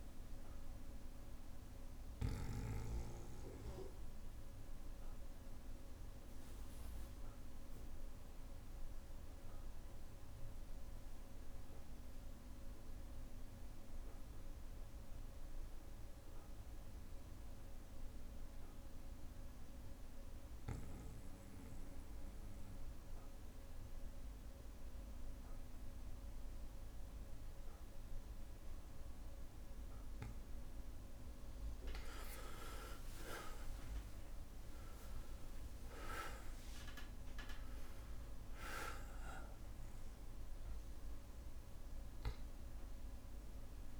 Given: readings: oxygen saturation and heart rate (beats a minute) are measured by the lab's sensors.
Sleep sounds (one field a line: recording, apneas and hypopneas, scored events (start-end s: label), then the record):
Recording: breathing in sleep by a room microphone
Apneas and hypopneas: 1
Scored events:
0.00-20.00 s: oxygen desaturation (device-marked, oxygen 94% lowest, heart rate 59 extreme)
5.00-29.50 s: obstructive apnea (oxygen 99% before, 90% lowest, heart rate 68 before, 57 extreme, up 15 after)
7.00-9.00 s: long interval between heartbeats (device-marked, heart rate 69 before, 69 extreme)
18.00-21.00 s: bradycardia (device-marked, heart rate 64 before, 60 extreme)
31.00-44.00 s: oxygen desaturation (device-marked, oxygen 99% before, 90% lowest, heart rate 61 before, 57 extreme)
32.50-37.00 s: arousal
From the record:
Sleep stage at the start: N2 (light sleep)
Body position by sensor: on the back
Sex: male